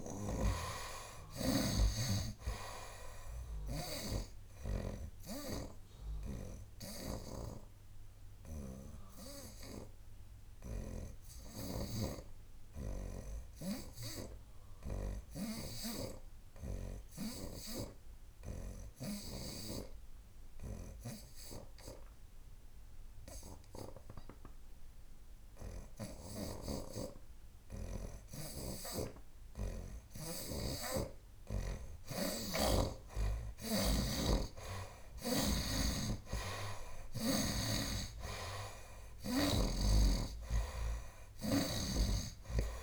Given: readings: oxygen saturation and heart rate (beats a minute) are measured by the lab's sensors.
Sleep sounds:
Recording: breathing in sleep by a room microphone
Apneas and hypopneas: 1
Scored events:
0.00-12.00 s: snoring (device-marked)
0.00-21.00 s: oxygen desaturation (device-marked, oxygen 63% lowest, heart rate 72 extreme)
6.00-30.00 s: obstructive apnea (oxygen 90% before, 63% lowest, heart rate 82 before, 72 extreme, up 7 after)
29.00-35.50 s: snoring (device-marked)
30.00-42.83 s: oxygen desaturation (device-marked, oxygen 90% before, 65% lowest, heart rate 74 before, 70 extreme)
34.50-39.00 s: arousal
40.00-42.83 s: snoring (device-marked)
From the record:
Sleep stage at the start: N2 (light sleep)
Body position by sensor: on the right side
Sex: male

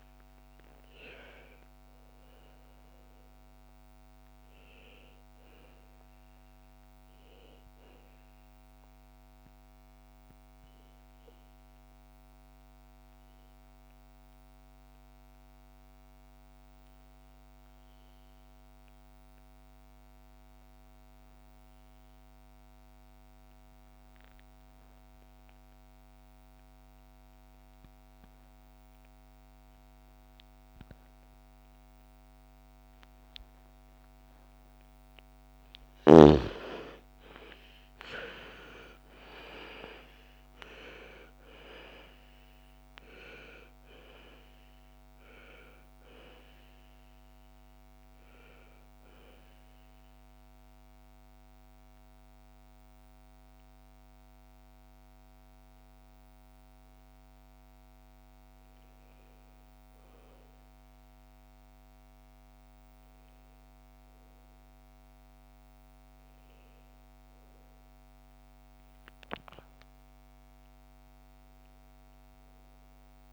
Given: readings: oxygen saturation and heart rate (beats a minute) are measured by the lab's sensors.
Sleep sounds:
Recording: breathing in sleep by a microphone on the trachea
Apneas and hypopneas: 2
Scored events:
0.00-8.50 s: oxygen desaturation (device-marked, oxygen 85% lowest, heart rate 56 extreme)
8.00-33.50 s: obstructive apnea (oxygen 98% before, 79% lowest, heart rate 67 before, 56 extreme, up 13 after)
27.50-59.50 s: oxygen desaturation (device-marked, oxygen 98% before, 79% lowest, heart rate 59 before, 57 extreme)
36.00-40.00 s: arousal
43.50-73.33 s: new sleep stage, REM sleep
49.50-68.00 s: hypopnea (oxygen 98% before, 79% lowest, heart rate 65 before, 57 extreme, up 4 after)
70.50-73.33 s: arousal
From the record:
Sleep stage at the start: N2 (light sleep)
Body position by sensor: on the back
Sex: female

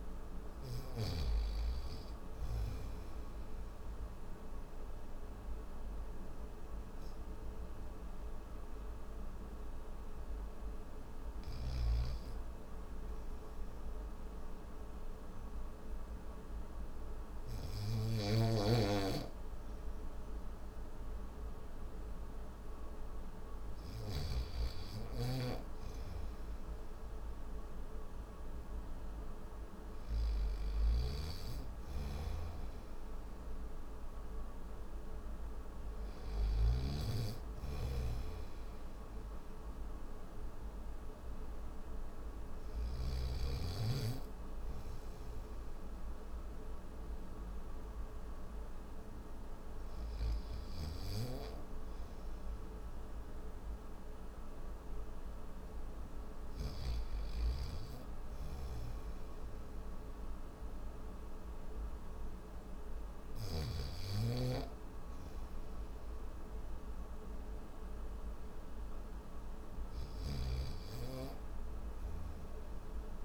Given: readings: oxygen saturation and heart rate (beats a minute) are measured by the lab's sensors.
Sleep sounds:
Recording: breathing in sleep by a room microphone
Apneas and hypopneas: none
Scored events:
0.00-1.00 s: snoring (device-marked)
11.00-17.50 s: snoring (device-marked)
30.00-42.50 s: snoring (device-marked)
33.50-49.50 s: oxygen desaturation (device-marked, oxygen 95% before, 92% lowest, heart rate 68 before, 68 extreme)
From the record:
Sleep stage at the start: N1 (lightest sleep)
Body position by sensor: on the back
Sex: male

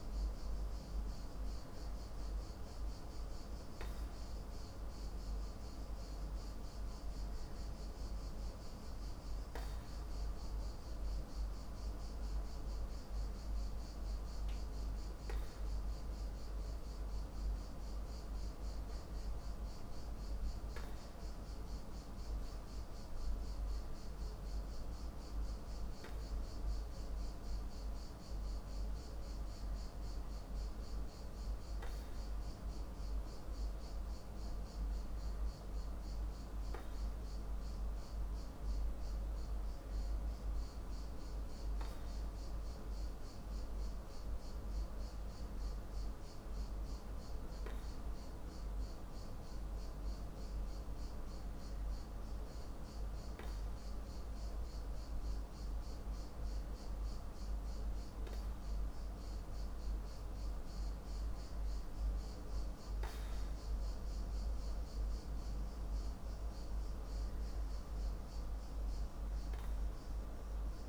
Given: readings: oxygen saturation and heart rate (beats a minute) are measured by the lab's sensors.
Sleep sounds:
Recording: breathing in sleep, hard to hear, by a room microphone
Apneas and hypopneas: none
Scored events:
none scored
From the record:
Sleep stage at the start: N2 (light sleep)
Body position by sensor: on the back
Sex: male

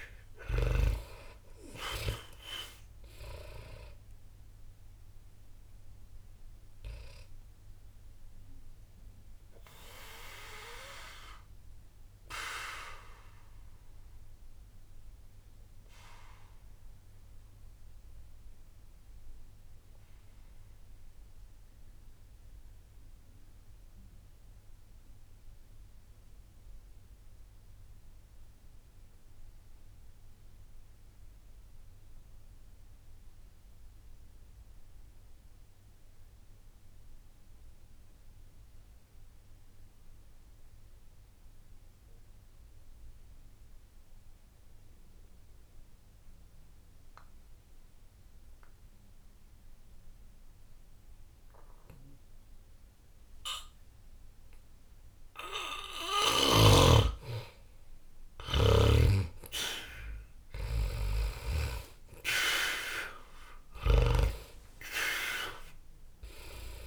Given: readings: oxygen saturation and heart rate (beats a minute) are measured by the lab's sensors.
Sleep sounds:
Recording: breathing in sleep by a room microphone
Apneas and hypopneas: 1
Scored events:
0.00-31.00 s: oxygen desaturation (device-marked, oxygen 73% lowest, heart rate 60 extreme)
8.00-56.00 s: obstructive apnea (oxygen 97% before, 73% lowest, heart rate 63 before, 60 extreme, up 0 after)
48.00-66.87 s: oxygen desaturation (device-marked, oxygen 99% before, 73% lowest, heart rate 60 before, 59 extreme)
60.50-65.00 s: arousal
From the record:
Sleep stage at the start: N2 (light sleep)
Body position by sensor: on the back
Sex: male

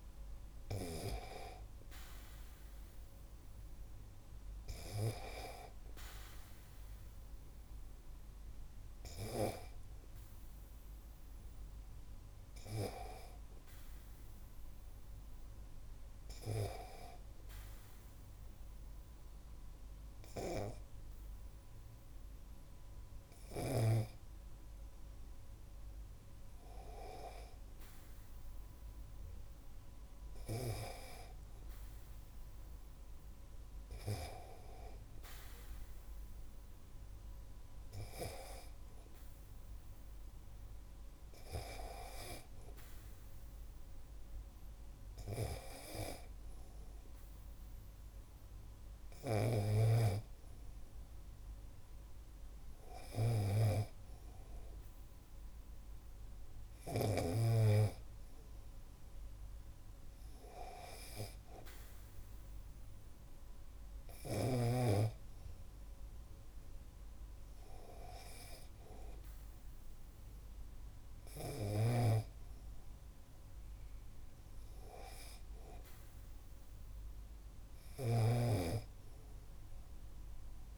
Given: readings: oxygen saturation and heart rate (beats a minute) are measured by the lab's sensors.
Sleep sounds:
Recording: breathing in sleep by a room microphone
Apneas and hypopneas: 1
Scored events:
16.50-27.00 s: obstructive apnea (oxygen 98% before, 96% lowest, heart rate 51 before, 44 extreme, up 6 after)
31.00-35.50 s: arousal
From the record:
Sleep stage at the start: N2 (light sleep)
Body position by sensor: on the back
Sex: male

